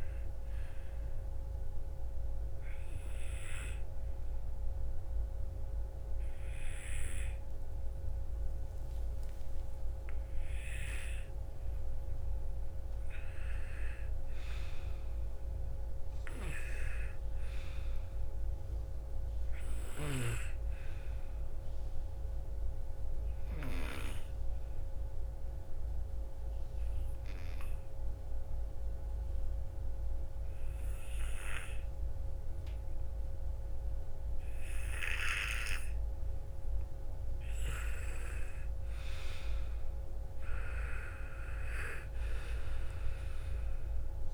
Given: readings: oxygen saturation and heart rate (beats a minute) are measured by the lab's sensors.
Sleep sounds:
breathing in sleep by a room microphone; 2
0.00-9.00 s: oxygen desaturation (device-marked, oxygen 94% lowest, heart rate 57 extreme)
3.50-13.50 s: obstructive apnea (oxygen 98% before, 90% lowest, heart rate 61 before, 48 extreme, up 6 after)
15.00-19.00 s: arousal
20.00-33.00 s: oxygen desaturation (device-marked, oxygen 96% before, 93% lowest, heart rate 61 before, 48 extreme)
25.50-37.50 s: obstructive apnea (oxygen 97% before, 90% lowest, heart rate 61 before, 48 extreme, up 22 after)
39.50-43.50 s: arousal
42.00-44.34 s: oxygen desaturation (device-marked, oxygen 97% before, 90% lowest, heart rate 57 before, 54 extreme)
From the record:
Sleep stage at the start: N2 (light sleep); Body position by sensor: on the front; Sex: female

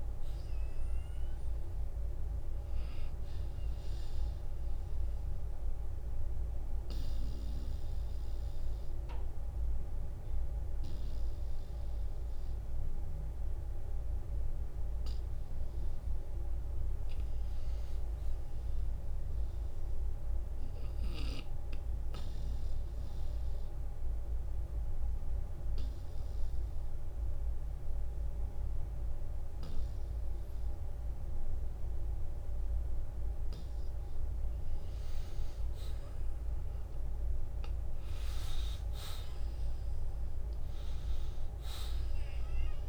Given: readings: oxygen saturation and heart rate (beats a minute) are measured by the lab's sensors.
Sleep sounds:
breathing in sleep, hard to hear, by a room microphone; 2
0.00-2.50 s: oxygen desaturation (device-marked, oxygen 92% lowest, heart rate 52 extreme)
3.50-14.50 s: obstructive apnea (oxygen 96% before, 86% lowest, heart rate 58 before, 52 extreme, up 2 after)
13.50-30.50 s: oxygen desaturation (device-marked, oxygen 93% before, 88% lowest, heart rate 61 before, 52 extreme)
17.00-20.50 s: arousal
23.00-33.50 s: obstructive apnea (oxygen 95% before, 86% lowest, heart rate 59 before, 53 extreme, up 10 after)
38.00-42.89 s: arousal
40.50-42.50 s: long interval between heartbeats (device-marked, heart rate 57 before, 53 extreme)
From the record:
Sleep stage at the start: N2 (light sleep); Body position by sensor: on the back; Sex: male

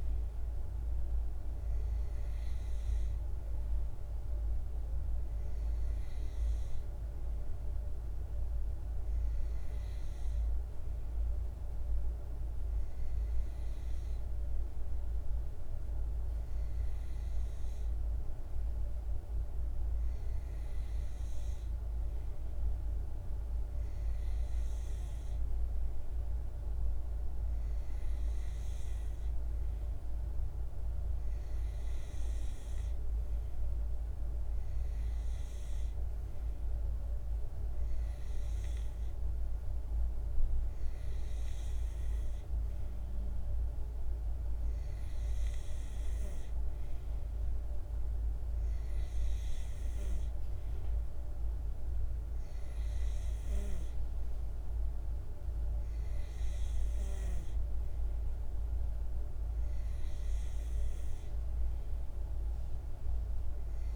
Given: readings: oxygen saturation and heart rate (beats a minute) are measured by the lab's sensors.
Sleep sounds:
breathing in sleep, hard to hear, by a room microphone; none
none scored
From the record:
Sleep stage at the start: N2 (light sleep); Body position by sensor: on the back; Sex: male

